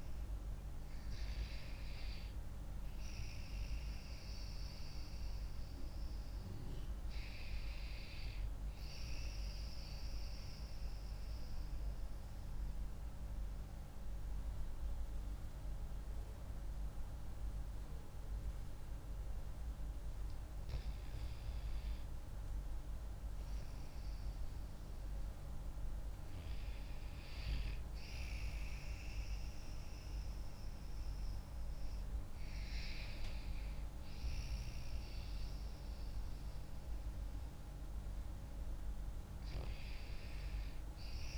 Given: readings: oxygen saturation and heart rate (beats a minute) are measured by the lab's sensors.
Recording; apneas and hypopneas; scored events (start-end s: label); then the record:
breathing in sleep, hard to hear, by a room microphone; 1
10.50-24.00 s: obstructive apnea (oxygen 97% before, 94% lowest)
26.00-30.00 s: arousal
From the record:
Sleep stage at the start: REM sleep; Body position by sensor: on the back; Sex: female